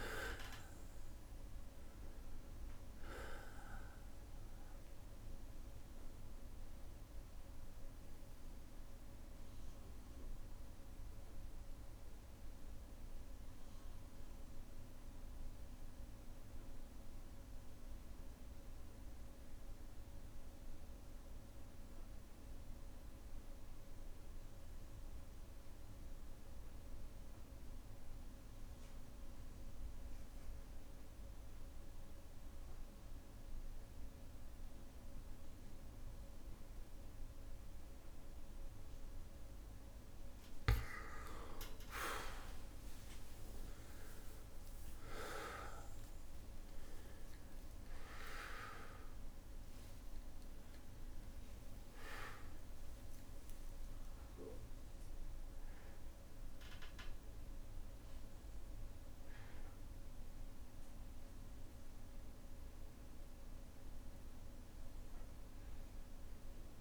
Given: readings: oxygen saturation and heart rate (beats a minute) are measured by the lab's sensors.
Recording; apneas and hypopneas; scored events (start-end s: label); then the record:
breathing in sleep by a room microphone; 1
0.00-20.00 s: oxygen desaturation (device-marked, oxygen 91% lowest, heart rate 58 extreme)
6.00-39.00 s: obstructive apnea (oxygen 99% before, 91% lowest, heart rate 68 before, 58 extreme, up 18 after)
9.00-30.00 s: bradycardia (device-marked, heart rate 60 before, 58 extreme)
37.00-65.00 s: oxygen desaturation (device-marked, oxygen 99% before, 91% lowest, heart rate 59 before, 58 extreme)
41.50-45.50 s: arousal
47.00-49.00 s: long interval between heartbeats (device-marked, heart rate 61 before, 89 extreme)
47.00-50.00 s: tachycardia (device-marked, heart rate 61 before, 95 extreme)
47.00-66.81 s: new sleep stage, N1 (lightest sleep)
49.00-51.00 s: long interval between heartbeats (device-marked, heart rate 64 before, 95 extreme)
51.50-53.50 s: long interval between heartbeats (device-marked, heart rate 68 before, 104 extreme)
57.00-65.00 s: bradycardia (device-marked, heart rate 61 before, 59 extreme)
From the record:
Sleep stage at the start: N2 (light sleep); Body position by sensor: on the back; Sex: male